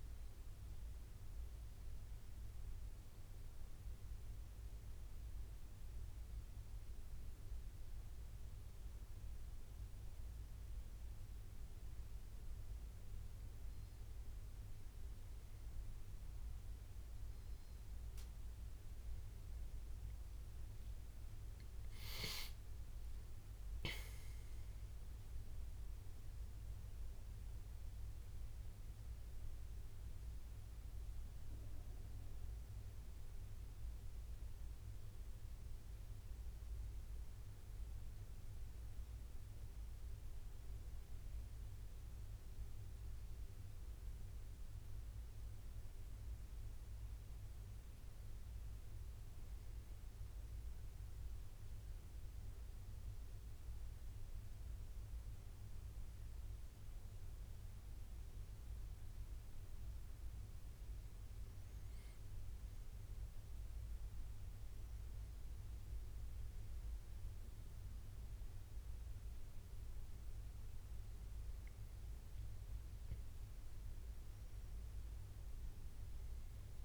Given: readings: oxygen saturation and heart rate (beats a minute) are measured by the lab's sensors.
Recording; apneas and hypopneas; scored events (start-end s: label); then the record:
breathing in sleep, hard to hear, by a room microphone; 2
2.00-13.50 s: central apnea (oxygen 97% before, 91% lowest, heart rate 68 before, 65 extreme, up 12 after)
20.00-23.00 s: arousal
50.50-62.00 s: obstructive apnea (oxygen 95% before, 94% lowest, heart rate 74 before, 67 extreme, up 11 after)
63.50-67.50 s: arousal
From the record:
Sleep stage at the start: N2 (light sleep); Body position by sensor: on the back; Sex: male